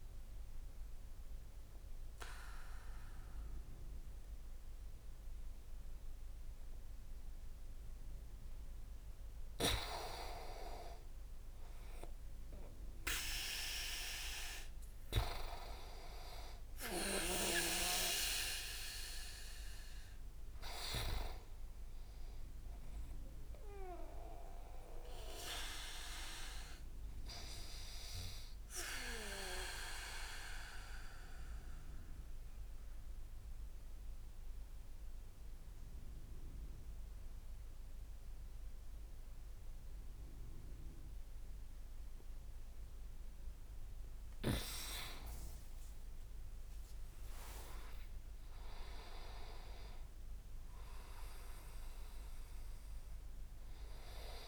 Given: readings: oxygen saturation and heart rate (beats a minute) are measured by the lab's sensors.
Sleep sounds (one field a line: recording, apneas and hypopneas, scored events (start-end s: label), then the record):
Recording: breathing in sleep by a room microphone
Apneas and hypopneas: 1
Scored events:
10.00-19.00 s: oxygen desaturation (device-marked, oxygen 99% before, 95% lowest)
21.50-25.00 s: arousal
28.00-43.00 s: obstructive apnea (oxygen 99% before, 96% lowest)
46.00-50.50 s: arousal
46.50-48.00 s: leg movement (device-marked)
From the record:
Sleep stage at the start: N2 (light sleep)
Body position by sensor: on the back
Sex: male